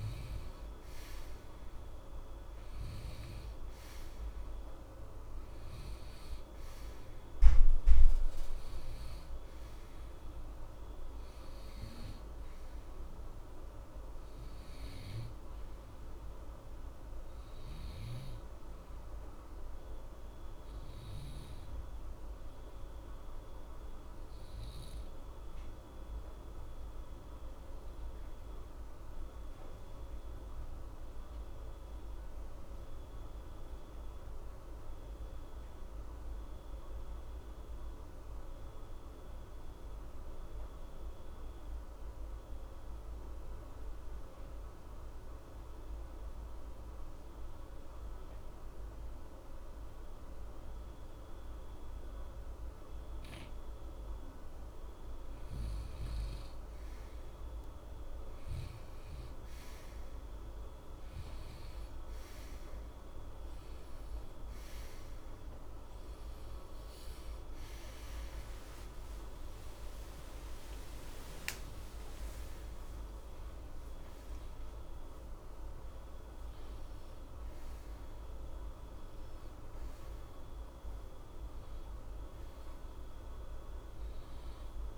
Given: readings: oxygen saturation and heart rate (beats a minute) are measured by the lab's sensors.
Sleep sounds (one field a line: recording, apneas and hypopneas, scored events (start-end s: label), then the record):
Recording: breathing in sleep, hard to hear, by a room microphone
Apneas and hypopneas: 1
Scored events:
0.00-31.00 s: oxygen desaturation (device-marked, oxygen 87% lowest, heart rate 60 extreme)
19.50-54.50 s: obstructive apnea (oxygen 94% before, 87% lowest, heart rate 60 before, 60 extreme, up 2 after)
52.00-78.00 s: oxygen desaturation (device-marked, oxygen 95% before, 90% lowest, heart rate 61 before, 60 extreme)
57.00-61.00 s: arousal
From the record:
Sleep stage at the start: N2 (light sleep)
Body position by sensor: on the right side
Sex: male